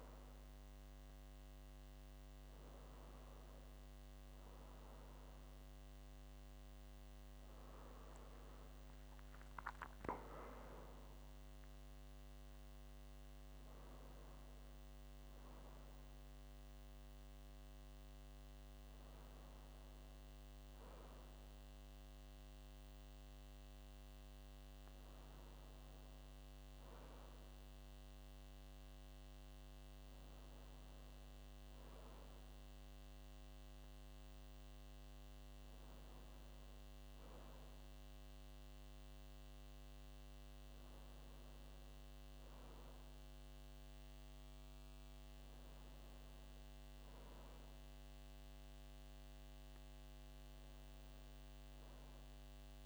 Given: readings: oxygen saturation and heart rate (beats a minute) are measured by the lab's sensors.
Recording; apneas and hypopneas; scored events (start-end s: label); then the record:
a person partly awake in a sleep study, hard to hear, by a microphone on the trachea; none
22.00-52.86 s: new sleep stage, N2 (light sleep)
From the record:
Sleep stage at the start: awake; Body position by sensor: on the back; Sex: male